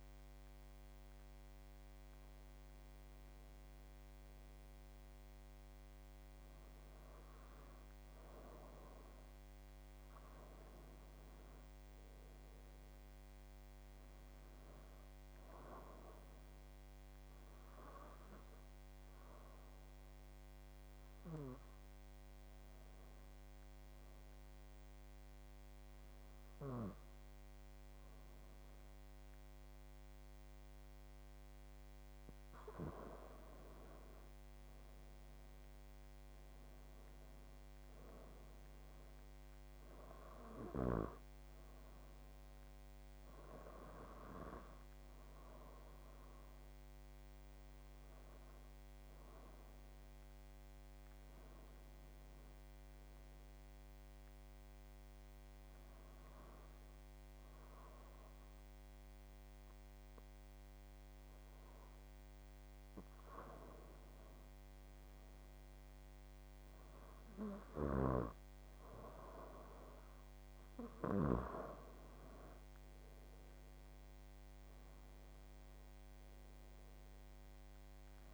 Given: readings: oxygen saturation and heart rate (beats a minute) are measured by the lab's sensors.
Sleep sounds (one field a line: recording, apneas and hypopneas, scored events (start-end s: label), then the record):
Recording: breathing in sleep by a microphone on the trachea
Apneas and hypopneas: 2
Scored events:
0.00-2.50 s: oxygen desaturation (device-marked, oxygen 90% lowest, heart rate 69 extreme)
11.00-14.00 s: arousal
17.00-32.00 s: hypopnea (oxygen 94% before, 89% lowest, heart rate 77 before, 75 extreme, up 10 after)
33.50-37.50 s: arousal
44.50-55.50 s: oxygen desaturation (device-marked, oxygen 93% before, 89% lowest, heart rate 80 before, 76 extreme)
56.50-69.00 s: hypopnea (oxygen 94% before, 86% lowest, heart rate 81 before, 77 extreme, up 12 after)
72.00-75.00 s: arousal
From the record:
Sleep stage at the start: N2 (light sleep)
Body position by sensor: on the back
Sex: male